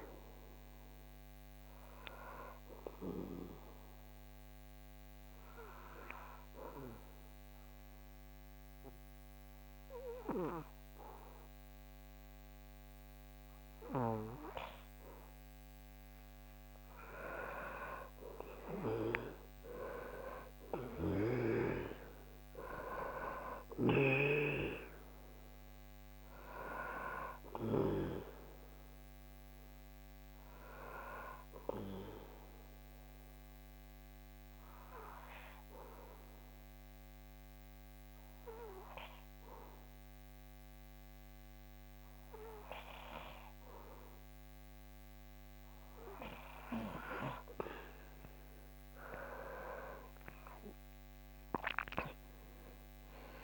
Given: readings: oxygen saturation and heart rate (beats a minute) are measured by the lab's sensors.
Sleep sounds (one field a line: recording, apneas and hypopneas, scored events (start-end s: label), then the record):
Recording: breathing in sleep by a microphone on the trachea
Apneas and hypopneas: 2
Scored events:
0.50-14.50 s: obstructive apnea (oxygen 98% before, 95% lowest, heart rate 70 before, 61 extreme, up 12 after)
16.50-21.00 s: arousal
29.50-45.50 s: obstructive apnea (oxygen 99% before, 96% lowest, heart rate 67 before, 58 extreme, up 18 after)
48.50-52.50 s: arousal
From the record:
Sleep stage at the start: N2 (light sleep)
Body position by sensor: on the back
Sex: male